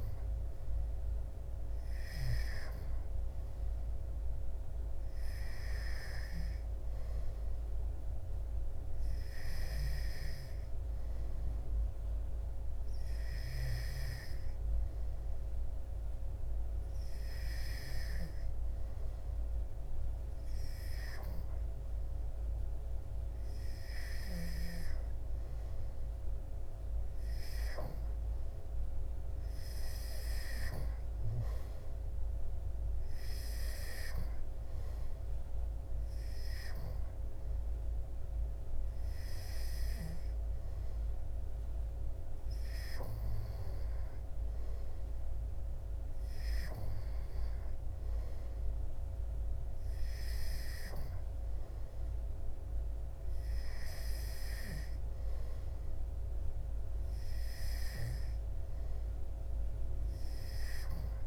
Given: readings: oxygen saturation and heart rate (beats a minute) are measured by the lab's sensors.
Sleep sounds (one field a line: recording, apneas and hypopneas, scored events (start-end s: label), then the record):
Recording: breathing in sleep by a room microphone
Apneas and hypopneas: none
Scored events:
none scored
From the record:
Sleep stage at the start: N2 (light sleep)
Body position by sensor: on the back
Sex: male